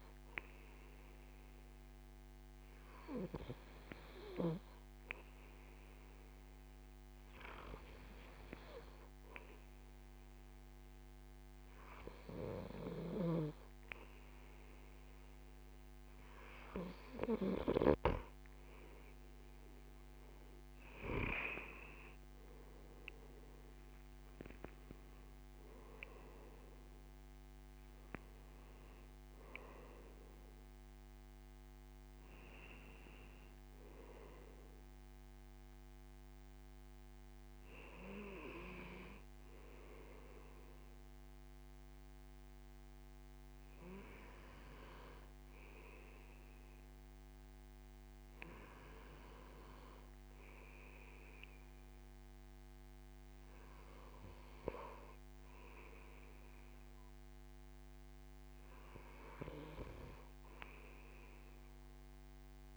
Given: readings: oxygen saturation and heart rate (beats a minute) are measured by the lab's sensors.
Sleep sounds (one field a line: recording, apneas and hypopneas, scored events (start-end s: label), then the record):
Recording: breathing in sleep by a microphone on the trachea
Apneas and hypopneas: none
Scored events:
none scored
From the record:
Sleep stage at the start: N2 (light sleep)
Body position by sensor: on the right side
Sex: male